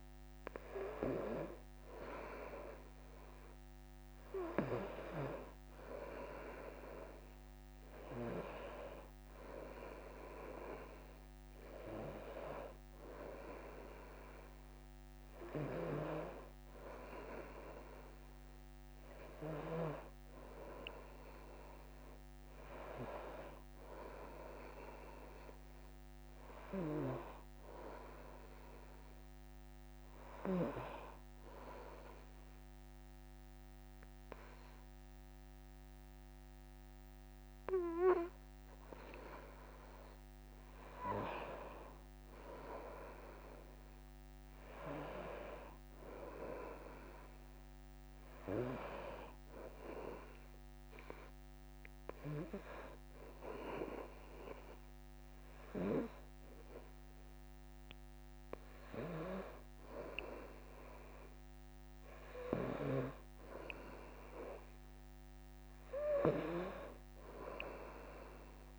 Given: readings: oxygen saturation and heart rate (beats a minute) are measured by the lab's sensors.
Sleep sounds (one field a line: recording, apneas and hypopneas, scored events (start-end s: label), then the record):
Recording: a person awake in a sleep study, by a microphone on the trachea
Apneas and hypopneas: none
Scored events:
0.00-7.50 s: oxygen desaturation (device-marked, oxygen 92% lowest, heart rate 64 extreme)
47.50-61.50 s: oxygen desaturation (device-marked, oxygen 95% before, 91% lowest, heart rate 65 before, 65 extreme)
From the record:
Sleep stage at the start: awake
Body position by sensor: on the right side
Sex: female